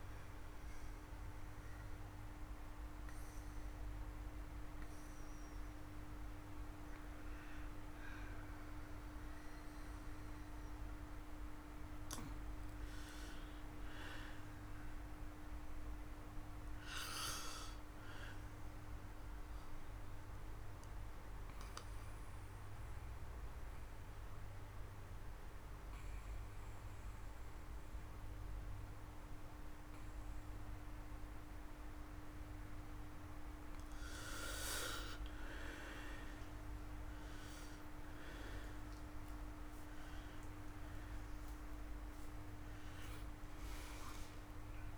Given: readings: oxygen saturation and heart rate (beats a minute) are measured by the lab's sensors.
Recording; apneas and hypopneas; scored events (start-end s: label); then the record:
breathing in sleep by a room microphone; 2
0.50-11.50 s: obstructive apnea (oxygen 97% before, 85% lowest)
13.00-16.00 s: arousal
16.50-29.50 s: oxygen desaturation (device-marked, oxygen 95% before, 91% lowest)
19.50-32.00 s: obstructive apnea (oxygen 96% before, 85% lowest)
34.00-37.50 s: arousal
37.50-40.50 s: oxygen desaturation (device-marked, oxygen 95% before, 90% lowest)
42.50-44.98 s: arousal
From the record:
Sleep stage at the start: N2 (light sleep); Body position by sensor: on the back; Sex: male